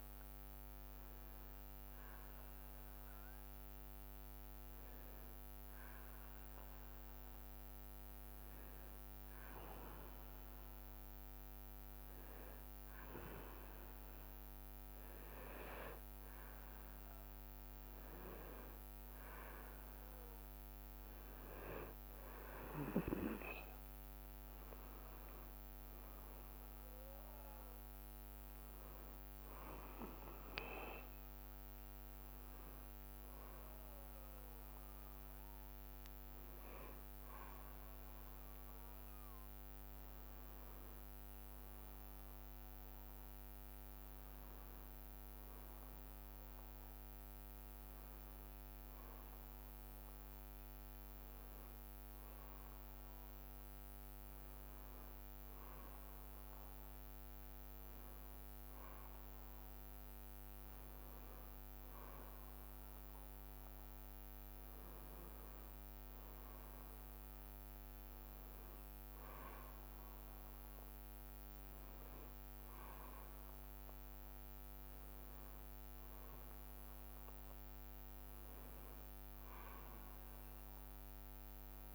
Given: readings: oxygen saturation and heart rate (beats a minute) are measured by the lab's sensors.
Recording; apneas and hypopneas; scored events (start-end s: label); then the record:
breathing in sleep by a microphone on the trachea; 1
0.00-5.50 s: leg movement (device-marked)
1.50-14.00 s: hypopnea (oxygen 97% before, 95% lowest, heart rate 69 before, 63 extreme, up 7 after)
10.00-16.50 s: leg movement (device-marked)
16.50-21.00 s: arousal
32.50-42.50 s: leg movement (device-marked)
44.50-52.50 s: leg movement (device-marked)
55.00-63.50 s: leg movement (device-marked)
66.00-73.00 s: leg movement (device-marked)
75.50-81.95 s: leg movement (device-marked)
From the record:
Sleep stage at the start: N2 (light sleep); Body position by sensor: on the back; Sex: male